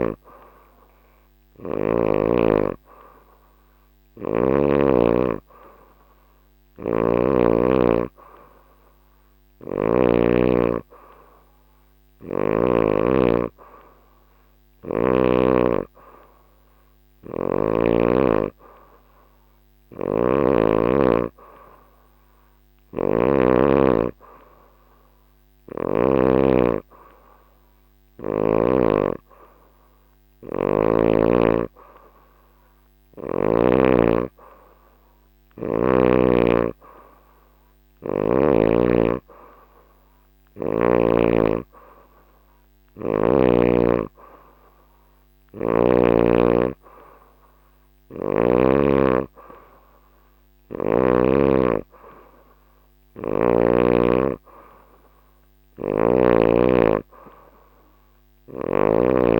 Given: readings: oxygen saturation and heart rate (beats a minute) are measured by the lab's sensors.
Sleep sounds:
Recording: breathing in sleep by a microphone on the trachea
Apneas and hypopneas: none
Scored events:
3.50-7.00 s: snoring (device-marked)
9.00-12.50 s: snoring (device-marked)
19.50-23.00 s: snoring (device-marked)
52.50-56.00 s: snoring (device-marked)
From the record:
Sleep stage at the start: N3 (deep sleep)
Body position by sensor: on the back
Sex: female

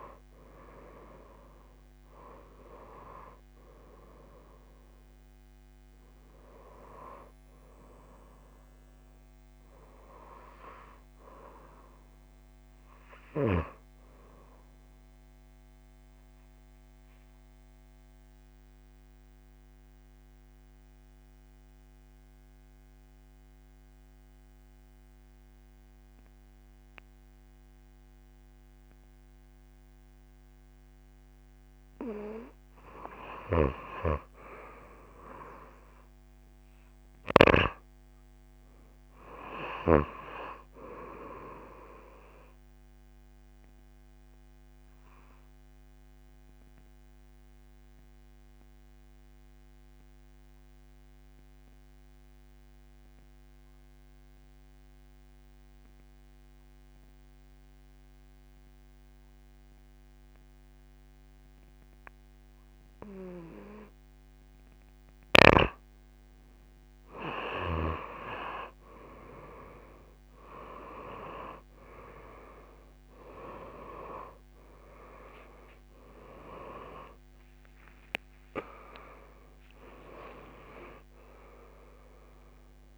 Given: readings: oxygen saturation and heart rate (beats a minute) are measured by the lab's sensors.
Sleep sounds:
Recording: breathing in sleep by a microphone on the trachea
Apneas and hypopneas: 2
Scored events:
0.00-29.00 s: oxygen desaturation (device-marked, oxygen 91% lowest)
16.00-32.00 s: obstructive apnea (oxygen 96% before, 88% lowest)
35.50-39.00 s: arousal
41.00-61.00 s: oxygen desaturation (device-marked, oxygen 97% before, 91% lowest)
45.00-63.50 s: obstructive apnea (oxygen 97% before, 88% lowest)
68.00-81.00 s: oxygen desaturation (device-marked, oxygen 96% before, 89% lowest)
73.50-79.00 s: arousal
76.00-82.98 s: tachycardia (device-marked)
From the record:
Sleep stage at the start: N2 (light sleep)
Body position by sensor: on the back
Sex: female

